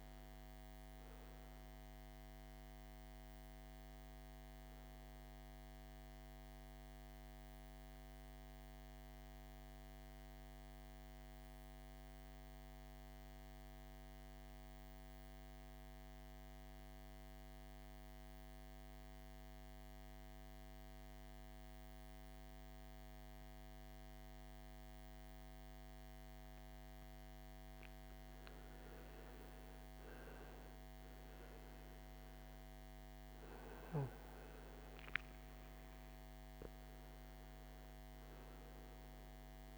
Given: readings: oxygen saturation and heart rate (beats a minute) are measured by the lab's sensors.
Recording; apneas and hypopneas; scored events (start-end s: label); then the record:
breathing in sleep, hard to hear, by a microphone on the trachea; 1
0.00-16.50 s: oxygen desaturation (device-marked, oxygen 86% lowest, heart rate 54 extreme)
5.50-26.50 s: central apnea (oxygen 98% before, 86% lowest, heart rate 68 before, 54 extreme, up 15 after)
31.00-36.50 s: arousal
From the record:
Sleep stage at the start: N2 (light sleep); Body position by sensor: on the back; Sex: male